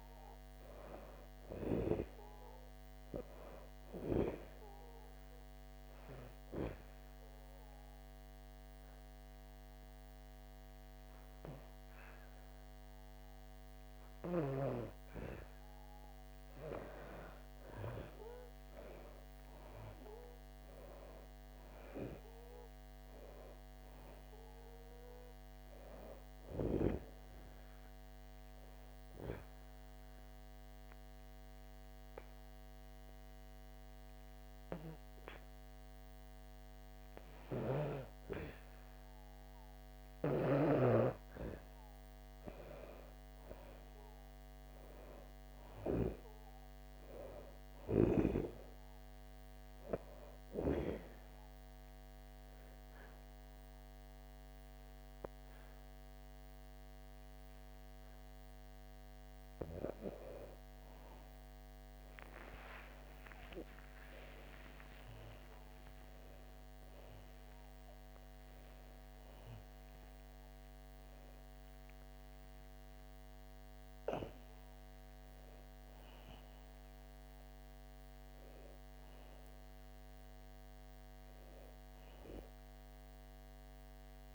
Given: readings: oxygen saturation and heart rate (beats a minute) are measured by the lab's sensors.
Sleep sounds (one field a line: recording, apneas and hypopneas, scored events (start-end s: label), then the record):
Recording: breathing in sleep by a microphone on the trachea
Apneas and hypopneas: 3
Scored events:
0.00-2.50 s: arousal
6.50-16.50 s: obstructive apnea (oxygen 97% before, 92% lowest, heart rate 66 before, 55 extreme, up 1 after)
10.00-24.00 s: oxygen desaturation (device-marked, oxygen 97% before, 92% lowest, heart rate 67 before, 55 extreme)
20.00-24.50 s: arousal
29.00-39.00 s: obstructive apnea (oxygen 97% before, 93% lowest, heart rate 64 before, 62 extreme, up 5 after)
42.50-47.00 s: arousal
51.00-61.00 s: obstructive apnea (oxygen 97% before, 93% lowest, heart rate 65 before, 63 extreme, up 6 after)
54.00-66.00 s: oxygen desaturation (device-marked, oxygen 97% before, 93% lowest, heart rate 66 before, 63 extreme)
63.00-68.00 s: arousal
From the record:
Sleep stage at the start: N2 (light sleep)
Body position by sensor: on the back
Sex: female